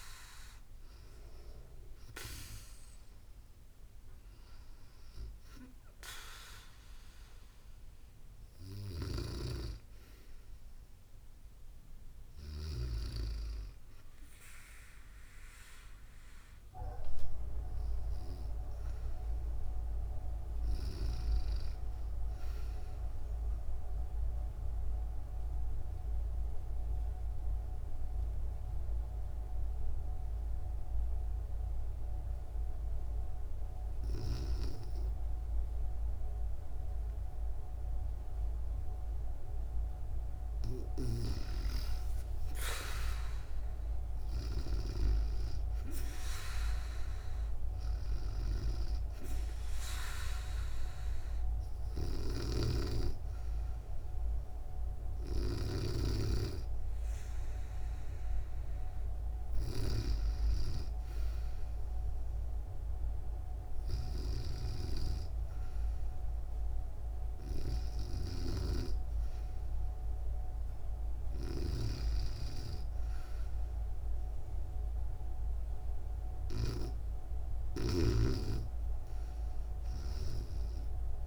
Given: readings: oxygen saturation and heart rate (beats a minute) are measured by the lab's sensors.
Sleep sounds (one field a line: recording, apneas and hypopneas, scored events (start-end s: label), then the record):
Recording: breathing in sleep by a room microphone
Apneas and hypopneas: 1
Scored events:
0.00-14.50 s: oxygen desaturation (device-marked, oxygen 91% lowest, heart rate 65 extreme)
15.00-19.00 s: arousal
22.50-33.50 s: obstructive apnea (oxygen 97% before, 92% lowest, heart rate 73 before, 65 extreme, up 1 after)
40.00-44.00 s: arousal
44.50-62.50 s: oxygen desaturation (device-marked, oxygen 96% before, 92% lowest, heart rate 66 before, 64 extreme)
51.50-55.00 s: snoring (device-marked)
67.50-71.00 s: snoring (device-marked)
From the record:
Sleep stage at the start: REM sleep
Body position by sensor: on the back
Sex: female